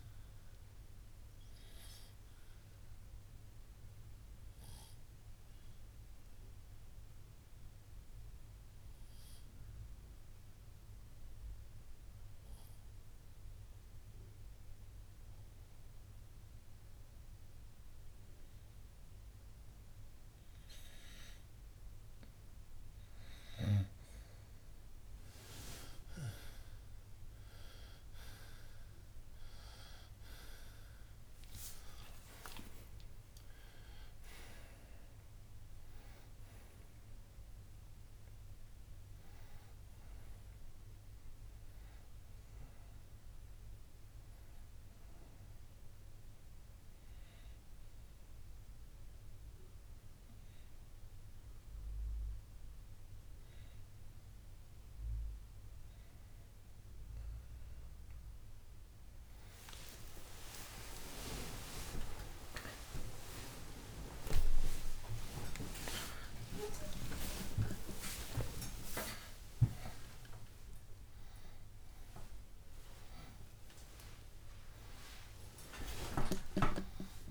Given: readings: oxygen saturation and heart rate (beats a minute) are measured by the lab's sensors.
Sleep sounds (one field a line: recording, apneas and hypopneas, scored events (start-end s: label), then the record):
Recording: breathing in sleep by a room microphone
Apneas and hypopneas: 2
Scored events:
1.50-21.00 s: obstructive apnea (oxygen 95% before, 90% lowest, heart rate 69 before, 62 extreme, up 8 after)
11.00-22.00 s: oxygen desaturation (device-marked, oxygen 94% before, 90% lowest, heart rate 70 before, 62 extreme)
26.50-31.50 s: arousal
41.00-71.00 s: new sleep stage, N1 (lightest sleep)
46.50-56.50 s: obstructive apnea (oxygen 95% before, 90% lowest, heart rate 76 before, 73 extreme)
53.00-66.00 s: oxygen desaturation (device-marked, oxygen 94% before, 90% lowest, heart rate 73 before, 79 extreme)
71.00-77.31 s: new sleep stage, awake
From the record:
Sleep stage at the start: N2 (light sleep)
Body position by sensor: on the front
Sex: male